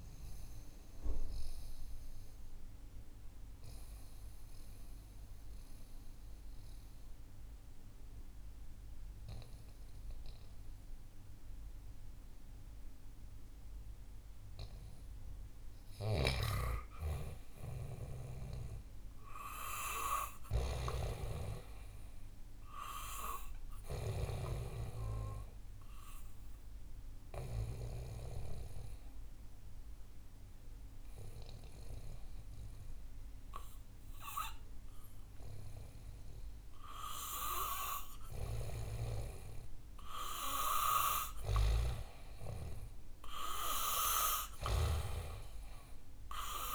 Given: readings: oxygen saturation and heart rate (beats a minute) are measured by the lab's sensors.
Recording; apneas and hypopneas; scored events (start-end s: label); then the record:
breathing in sleep by a room microphone; 2
0.00-3.00 s: oxygen desaturation (device-marked, oxygen 90% lowest, heart rate 57 extreme)
2.00-14.50 s: mixed apnea (oxygen 94% before, 89% lowest, heart rate 75 before, 60 extreme, up 8 after)
16.00-19.50 s: arousal
26.00-37.00 s: obstructive apnea (oxygen 98% before, 90% lowest, heart rate 64 before, 63 extreme, up 6 after)
38.50-43.00 s: arousal
From the record:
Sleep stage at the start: N2 (light sleep); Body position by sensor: on the back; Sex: male